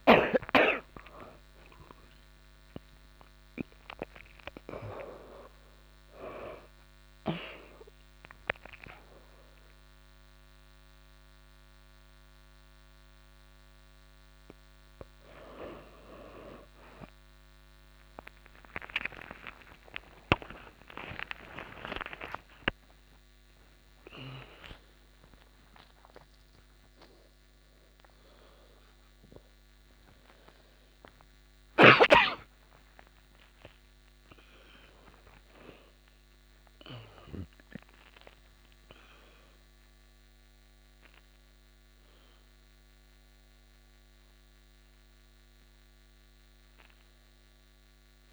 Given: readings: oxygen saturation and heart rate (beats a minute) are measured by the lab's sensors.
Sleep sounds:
a person awake in a sleep study, by a microphone on the trachea; none
3.50-16.50 s: oxygen desaturation (device-marked, oxygen 98% before, 94% lowest, heart rate 98 before, 94 extreme)
28.50-33.50 s: oxygen desaturation (device-marked, oxygen 98% before, 94% lowest, heart rate 115 before, 93 extreme)
From the record:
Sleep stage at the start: awake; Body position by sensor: on the back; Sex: female

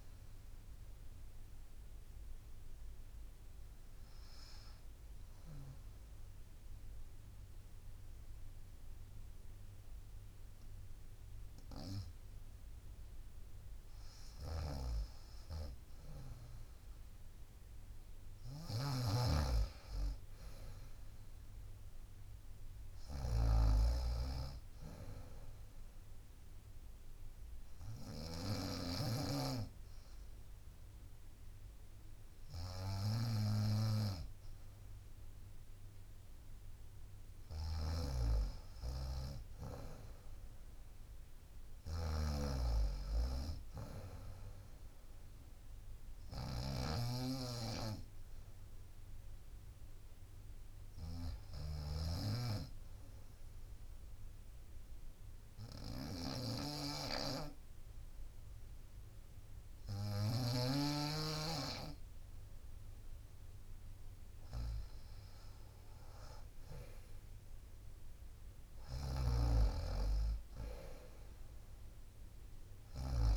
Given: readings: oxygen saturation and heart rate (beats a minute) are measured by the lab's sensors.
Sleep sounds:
breathing in sleep by a room microphone; 2
14.50-60.50 s: snoring (device-marked)
24.50-36.50 s: obstructive apnea (oxygen 97% before, 92% lowest, heart rate 65 before, 63 extreme, up 4 after)
40.50-44.50 s: arousal
52.50-65.00 s: obstructive apnea (oxygen 96% before, 92% lowest, heart rate 65 before, 64 extreme, up 1 after)
63.00-73.37 s: drop in pulse transit time (device-marked, heart rate 65 before, 64 extreme)
67.50-71.50 s: arousal
69.00-73.37 s: snoring (device-marked)
From the record:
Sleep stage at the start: N2 (light sleep); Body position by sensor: on the right side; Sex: female

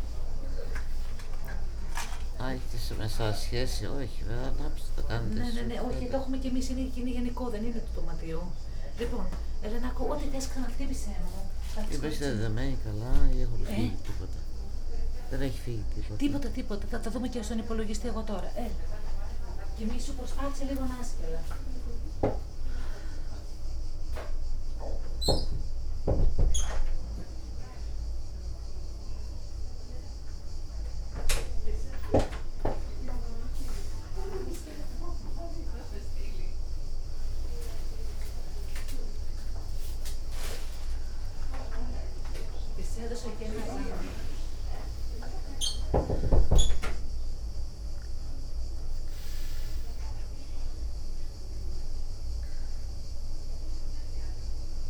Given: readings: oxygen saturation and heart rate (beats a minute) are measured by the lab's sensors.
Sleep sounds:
a person awake in a sleep study, by a room microphone; none
0.00-2.00 s: leg movement (device-marked)
8.00-17.50 s: leg movement (device-marked)
9.00-11.00 s: long interval between heartbeats (device-marked, heart rate 85 before, 89 extreme)
17.50-21.50 s: leg movement (device-marked)
21.00-23.00 s: long interval between heartbeats (device-marked, heart rate 87 before, 99 extreme)
34.50-45.50 s: tachycardia (device-marked, heart rate 89 before, 189 extreme)
35.50-40.00 s: leg movement (device-marked)
37.00-39.00 s: long interval between heartbeats (device-marked, heart rate 86 before, 89 extreme)
41.00-43.00 s: long interval between heartbeats (device-marked, heart rate 93 before, 167 extreme)
43.00-45.00 s: long interval between heartbeats (device-marked, heart rate 100 before, 183 extreme)
43.50-51.00 s: leg movement (device-marked)
From the record:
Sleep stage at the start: awake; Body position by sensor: on the back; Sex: female

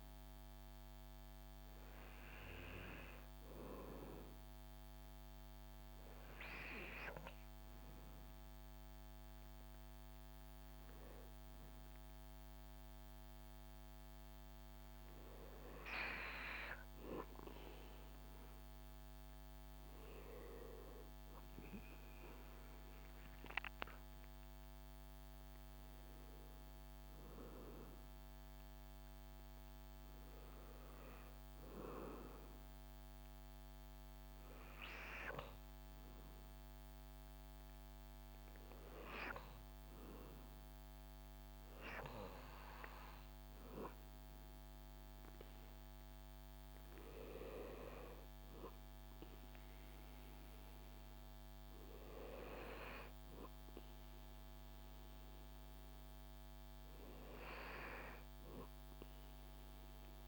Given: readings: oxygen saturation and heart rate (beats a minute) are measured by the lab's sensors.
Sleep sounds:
breathing in sleep by a microphone on the trachea; none
none scored
From the record:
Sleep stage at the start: N2 (light sleep); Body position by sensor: on the back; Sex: male

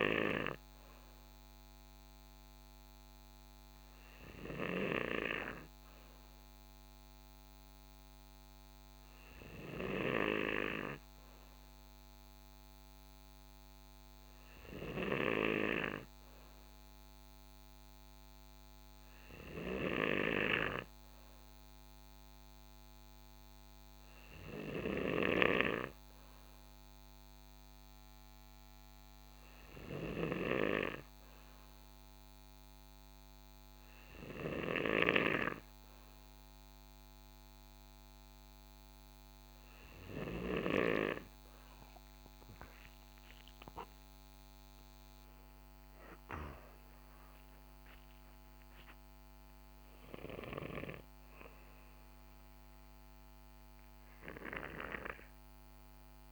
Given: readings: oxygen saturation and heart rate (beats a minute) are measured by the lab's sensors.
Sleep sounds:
breathing in sleep by a microphone on the trachea; none
47.50-50.50 s: arousal
From the record:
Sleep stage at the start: N2 (light sleep); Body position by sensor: on the right side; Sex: male

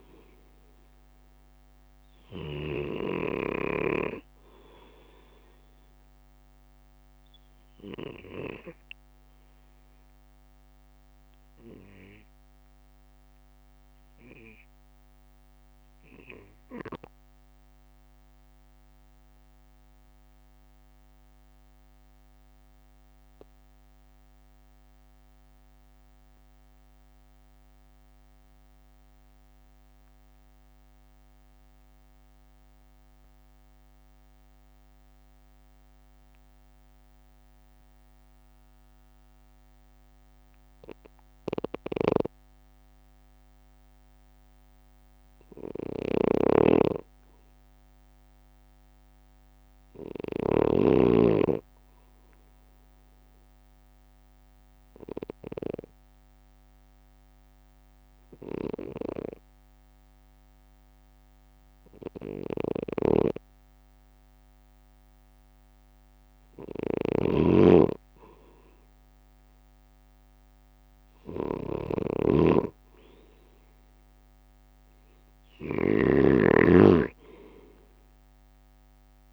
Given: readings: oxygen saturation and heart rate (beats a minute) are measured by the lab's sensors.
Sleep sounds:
breathing in sleep by a microphone on the trachea; 1
0.00-3.50 s: drop in pulse transit time (device-marked, heart rate 61 extreme)
0.00-3.50 s: oxygen desaturation (device-marked, oxygen 92% lowest, heart rate 58 extreme)
5.50-68.50 s: mixed apnea (oxygen 95% before, 83% lowest, heart rate 65 before, 58 extreme, up 6 after)
9.50-27.50 s: oxygen desaturation (device-marked, oxygen 93% before, 88% lowest, heart rate 64 before, 59 extreme)
45.50-79.33 s: oxygen desaturation (device-marked, oxygen 96% before, 83% lowest, heart rate 61 before, 52 extreme)
47.50-58.50 s: drop in pulse transit time (device-marked, heart rate 61 before, 59 extreme)
From the record:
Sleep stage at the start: REM sleep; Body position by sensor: on the left side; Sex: male

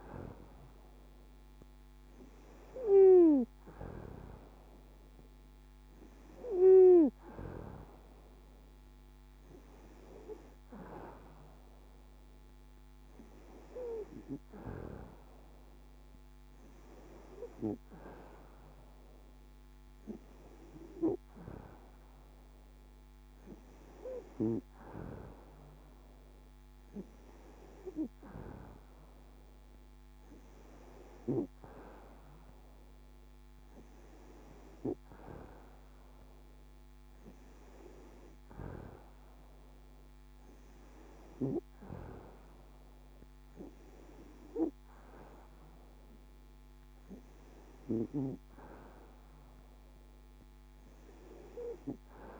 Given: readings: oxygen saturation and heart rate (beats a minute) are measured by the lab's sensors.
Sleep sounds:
breathing in sleep by a microphone on the trachea; none
none scored
From the record:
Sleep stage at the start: N2 (light sleep); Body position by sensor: on the back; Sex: female

